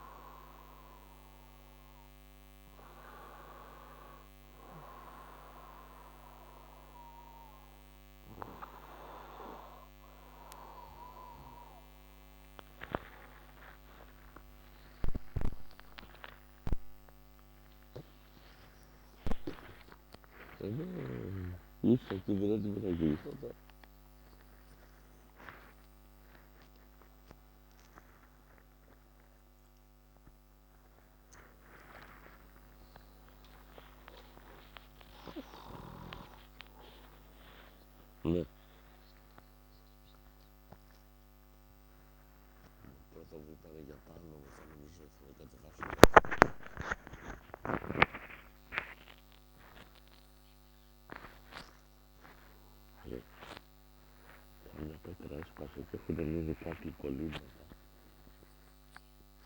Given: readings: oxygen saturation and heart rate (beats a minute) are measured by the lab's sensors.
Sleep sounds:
a person awake in a sleep study, by a microphone on the trachea; none
13.50-59.46 s: new sleep stage, awake
From the record:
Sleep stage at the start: N1 (lightest sleep); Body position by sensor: upright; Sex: male

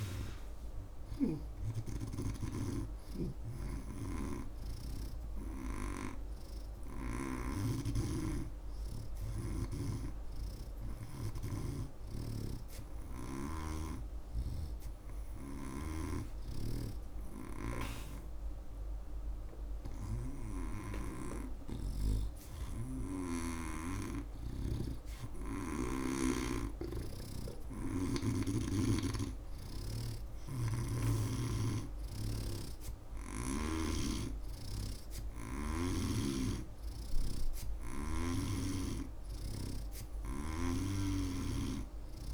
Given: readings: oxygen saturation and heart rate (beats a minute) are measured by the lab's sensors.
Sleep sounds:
breathing in sleep by a room microphone; none
0.00-1.50 s: snoring (device-marked)
0.00-26.50 s: oxygen desaturation (device-marked, oxygen 83% lowest)
3.50-7.50 s: snoring (device-marked)
12.00-21.00 s: snoring (device-marked)
28.50-42.34 s: oxygen desaturation (device-marked, oxygen 94% before, 86% lowest)
40.50-42.34 s: snoring (device-marked)
From the record:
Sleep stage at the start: N2 (light sleep); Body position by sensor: on the right side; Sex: male

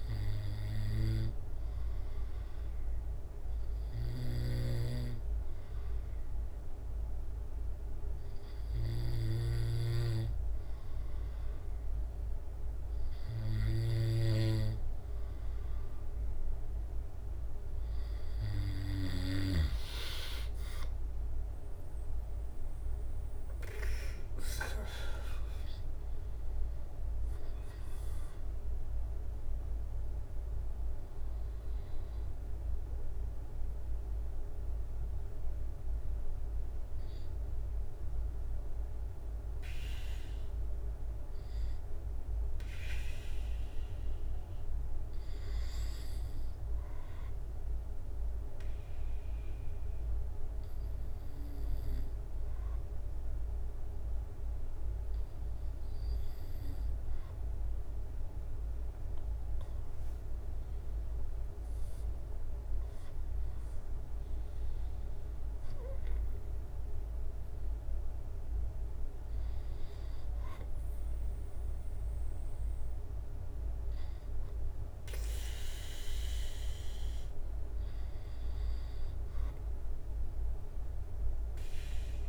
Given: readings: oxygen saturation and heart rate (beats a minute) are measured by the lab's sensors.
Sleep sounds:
breathing in sleep by a room microphone; 1
4.50-10.50 s: snoring (device-marked)
20.50-36.50 s: drop in pulse transit time (device-marked, heart rate 69 before, 71 extreme)
26.00-29.00 s: arousal
47.00-59.00 s: obstructive apnea (oxygen 94% before, 94% lowest, heart rate 73 before, 67 extreme, up 18 after)
58.50-71.50 s: drop in pulse transit time (device-marked, heart rate 69 before, 71 extreme)
60.50-64.00 s: arousal
From the record:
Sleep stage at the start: N2 (light sleep); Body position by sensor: on the back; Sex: male

